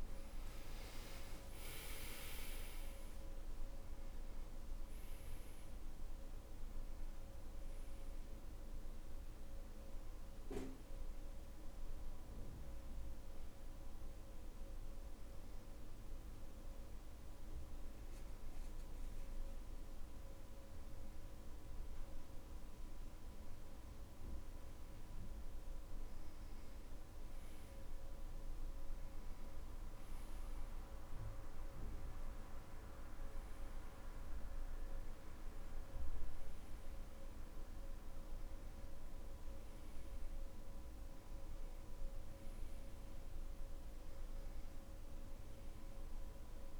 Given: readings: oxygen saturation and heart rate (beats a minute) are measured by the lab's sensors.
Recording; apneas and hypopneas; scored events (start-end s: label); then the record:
breathing in sleep, hard to hear, by a room microphone; none
none scored
From the record:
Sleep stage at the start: N2 (light sleep); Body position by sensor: on the back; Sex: male